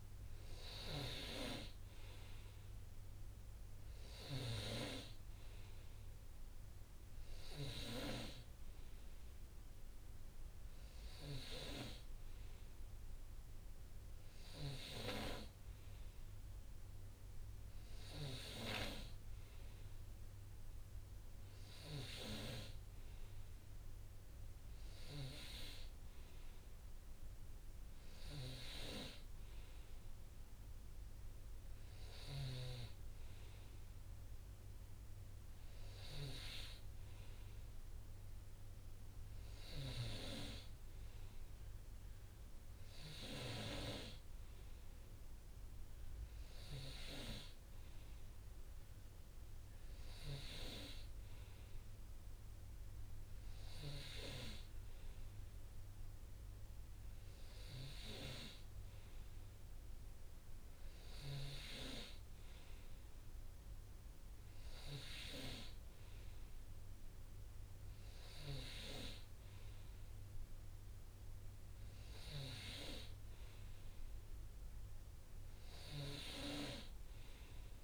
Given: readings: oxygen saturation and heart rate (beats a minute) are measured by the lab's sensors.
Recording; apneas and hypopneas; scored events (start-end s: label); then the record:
breathing in sleep by a room microphone; none
0.00-1.50 s: arousal
0.50-18.50 s: oxygen desaturation (device-marked, oxygen 97% before, 94% lowest, heart rate 62 before, 58 extreme)
From the record:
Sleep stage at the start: N2 (light sleep); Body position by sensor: on the right side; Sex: male